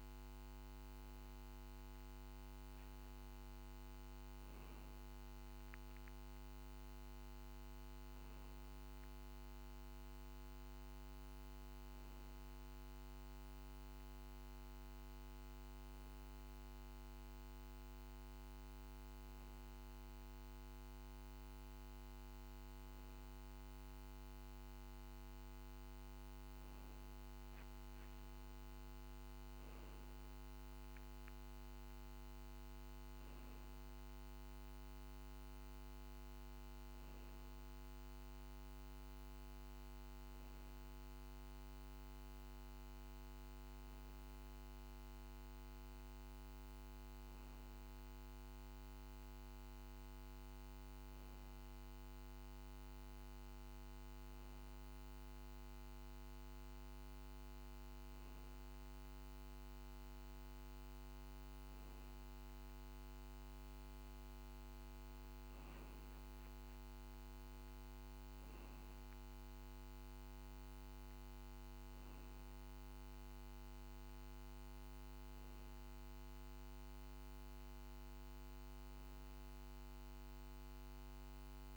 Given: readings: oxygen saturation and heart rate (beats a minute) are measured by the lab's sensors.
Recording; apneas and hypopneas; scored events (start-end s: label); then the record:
breathing in sleep, hard to hear, by a microphone on the trachea; none
none scored
From the record:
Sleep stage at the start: N2 (light sleep); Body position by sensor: on the back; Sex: male